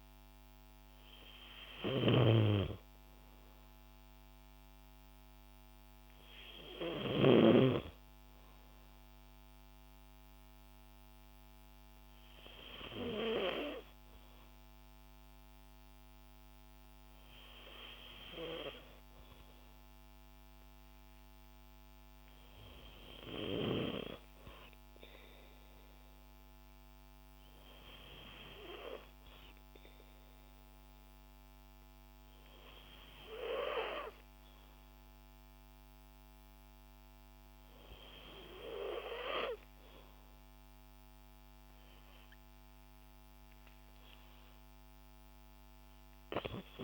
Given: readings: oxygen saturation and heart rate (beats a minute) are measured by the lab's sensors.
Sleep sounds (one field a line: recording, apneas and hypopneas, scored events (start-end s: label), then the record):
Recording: breathing in sleep by a microphone on the trachea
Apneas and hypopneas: 1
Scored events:
25.50-38.50 s: hypopnea (oxygen 94% before, 91% lowest, heart rate 59 before, 57 extreme, up 1 after)
41.50-46.00 s: arousal
From the record:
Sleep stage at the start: N2 (light sleep)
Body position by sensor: on the back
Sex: female